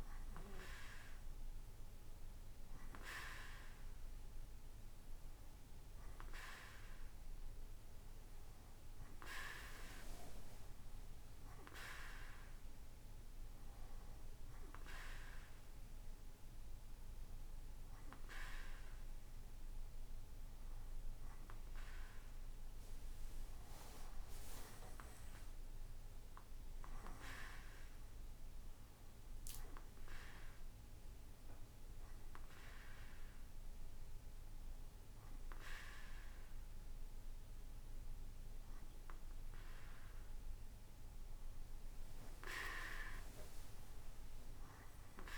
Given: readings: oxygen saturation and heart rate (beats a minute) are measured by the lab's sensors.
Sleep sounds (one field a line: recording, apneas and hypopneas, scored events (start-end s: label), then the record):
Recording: breathing in sleep by a room microphone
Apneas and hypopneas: none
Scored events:
none scored
From the record:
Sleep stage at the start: N2 (light sleep)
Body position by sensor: on the right side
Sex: male